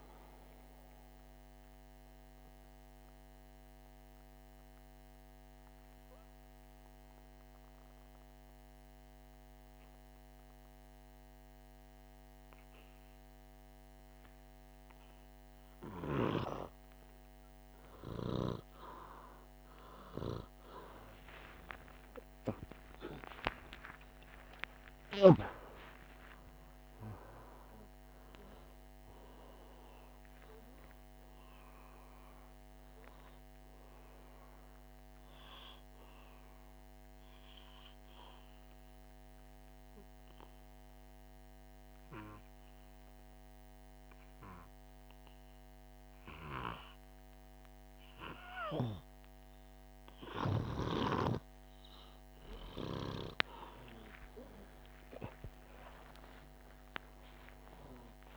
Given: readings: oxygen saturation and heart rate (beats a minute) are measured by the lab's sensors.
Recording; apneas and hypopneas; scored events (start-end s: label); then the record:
breathing in sleep by a microphone on the trachea; 2
0.50-16.50 s: obstructive apnea (oxygen 98% before, 94% lowest, heart rate 64 before, 49 extreme, up 11 after)
20.50-25.00 s: arousal
38.00-49.50 s: obstructive apnea (oxygen 99% before, 94% lowest, heart rate 54 before, 49 extreme, up 1 after)
51.50-56.00 s: arousal
From the record:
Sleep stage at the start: N2 (light sleep); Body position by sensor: on the back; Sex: male